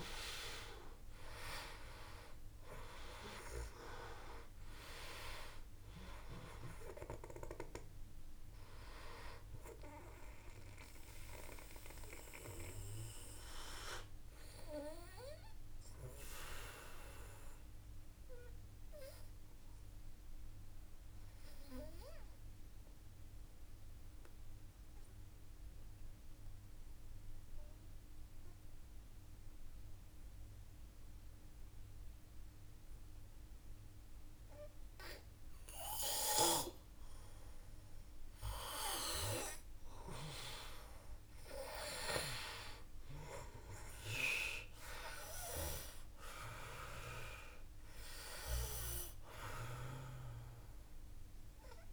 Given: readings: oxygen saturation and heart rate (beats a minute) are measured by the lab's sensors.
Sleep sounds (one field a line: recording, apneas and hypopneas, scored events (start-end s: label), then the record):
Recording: breathing in sleep by a room microphone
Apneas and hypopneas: 1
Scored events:
0.00-27.50 s: oxygen desaturation (device-marked, oxygen 86% lowest, heart rate 49 extreme)
11.50-36.00 s: obstructive apnea (oxygen 97% before, 86% lowest, heart rate 53 before, 51 extreme, up 1 after)
38.50-43.50 s: arousal
45.50-51.92 s: oxygen desaturation (device-marked, oxygen 97% before, 90% lowest, heart rate 54 before, 51 extreme)
From the record:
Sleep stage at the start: N2 (light sleep)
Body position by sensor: on the back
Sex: male